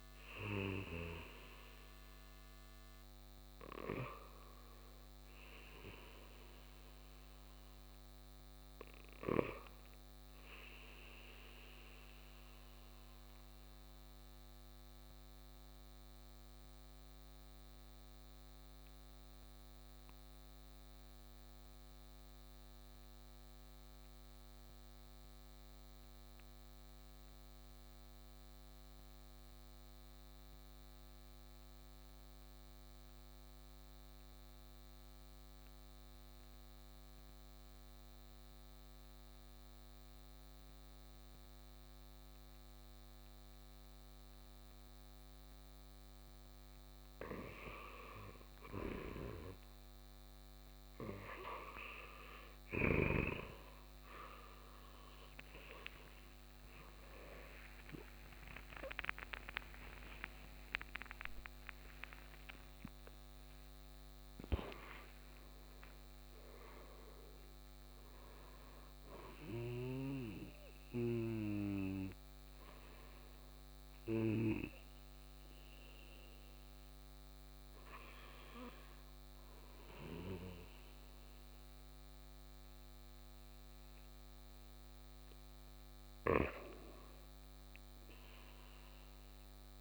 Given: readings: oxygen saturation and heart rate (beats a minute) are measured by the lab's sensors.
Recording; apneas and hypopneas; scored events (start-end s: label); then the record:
breathing in sleep by a microphone on the trachea; 1
0.00-4.50 s: oxygen desaturation (device-marked, oxygen 92% lowest, heart rate 53 extreme)
6.50-9.50 s: arousal
12.50-47.00 s: obstructive apnea (oxygen 97% before, 87% lowest, heart rate 59 before, 53 extreme, up 6 after)
32.50-87.50 s: oxygen desaturation (device-marked, oxygen 98% before, 87% lowest, heart rate 57 before, 49 extreme)
54.50-60.50 s: tachycardia (device-marked, heart rate 59 before, 120 extreme)
57.00-61.50 s: arousal
From the record:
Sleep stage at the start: N2 (light sleep); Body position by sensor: on the right side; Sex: male